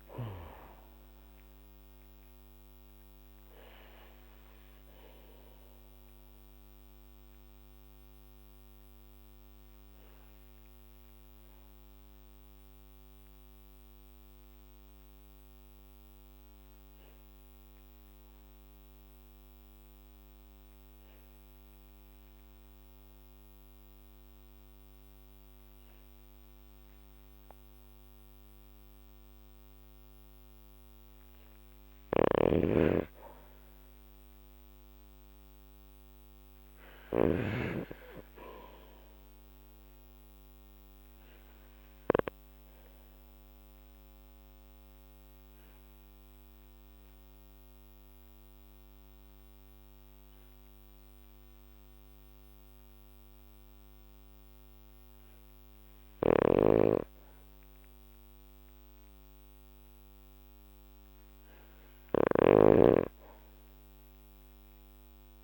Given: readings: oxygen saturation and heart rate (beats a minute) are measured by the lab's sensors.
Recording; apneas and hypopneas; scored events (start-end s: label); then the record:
breathing in sleep by a microphone on the trachea; 2
4.00-30.00 s: obstructive apnea (oxygen 98% before, 92% lowest, heart rate 57 before, 50 extreme, up 4 after)
25.50-36.50 s: oxygen desaturation (device-marked, oxygen 95% before, 92% lowest, heart rate 52 before, 51 extreme)
31.50-37.00 s: snoring (device-marked)
34.00-37.00 s: arousal
41.50-54.50 s: obstructive apnea (oxygen 98% before, 94% lowest, heart rate 52 before, 51 extreme, up 0 after)
57.50-61.00 s: arousal
62.00-65.44 s: snoring (device-marked)
From the record:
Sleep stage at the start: N2 (light sleep); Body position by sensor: on the back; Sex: male